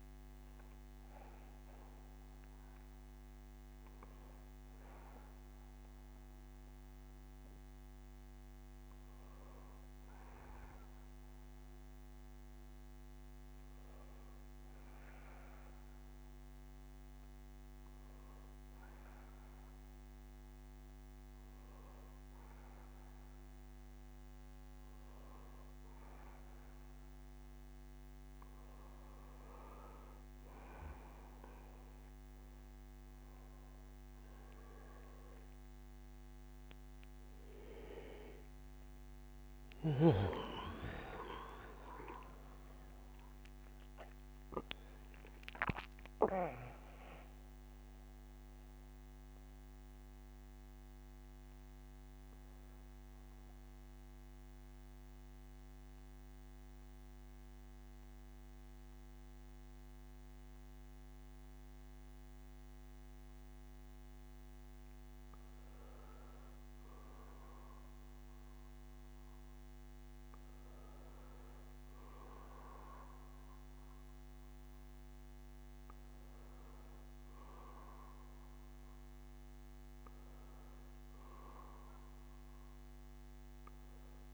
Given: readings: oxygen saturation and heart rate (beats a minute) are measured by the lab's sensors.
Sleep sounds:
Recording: breathing in sleep by a microphone on the trachea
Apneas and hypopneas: 1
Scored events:
12.50-84.34 s: new sleep stage, N2 (light sleep)
21.50-28.50 s: bradycardia (device-marked, heart rate 70 before, 49 extreme)
35.50-38.50 s: arousal
47.00-50.50 s: arousal
52.50-59.50 s: bradycardia (device-marked, heart rate 70 before, 59 extreme)
52.50-63.50 s: central apnea (oxygen 95% before, 92% lowest, heart rate 70 before, 58 extreme, up 11 after)
66.00-69.00 s: arousal
74.50-76.50 s: bradycardia (device-marked, heart rate 70 before, 66 extreme)
74.50-84.34 s: oxygen desaturation (device-marked, oxygen 96% before, 92% lowest, heart rate 63 before, 59 extreme)
From the record:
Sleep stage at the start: N1 (lightest sleep)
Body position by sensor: on the back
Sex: male

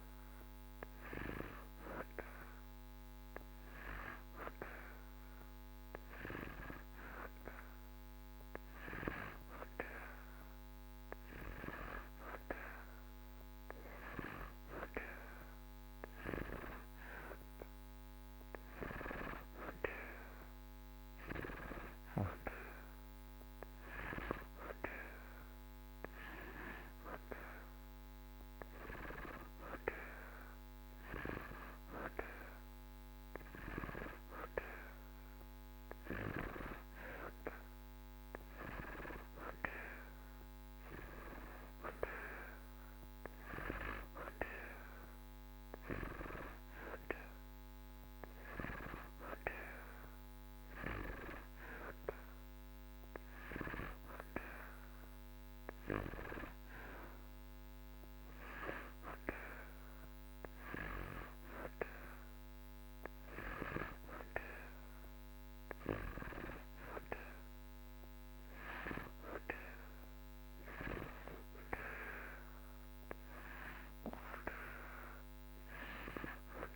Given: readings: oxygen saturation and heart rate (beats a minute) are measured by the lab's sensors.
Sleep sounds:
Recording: breathing in sleep by a microphone on the trachea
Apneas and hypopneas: none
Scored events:
none scored
From the record:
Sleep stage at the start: N2 (light sleep)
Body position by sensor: on the back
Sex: male

